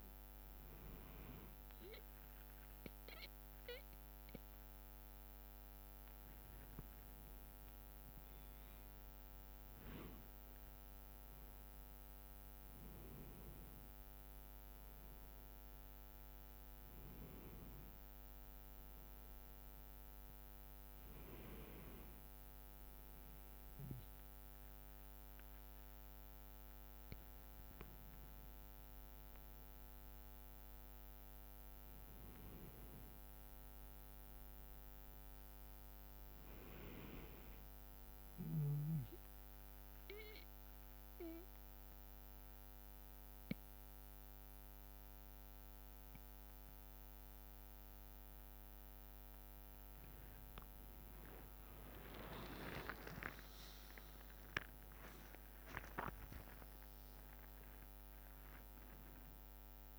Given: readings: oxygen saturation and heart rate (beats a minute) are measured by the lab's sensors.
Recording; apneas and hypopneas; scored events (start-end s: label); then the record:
a person awake in a sleep study, by a microphone on the trachea; 1
39.00-51.50 s: obstructive apnea (oxygen 96% before, 93% lowest, heart rate 68 before, 61 extreme, up 16 after)
55.00-59.99 s: drop in pulse transit time (device-marked, heart rate 64 before, 70 extreme)
56.00-59.99 s: oxygen desaturation (device-marked, oxygen 96% before, 93% lowest, heart rate 64 before, 64 extreme)
From the record:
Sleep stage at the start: awake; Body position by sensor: on the back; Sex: male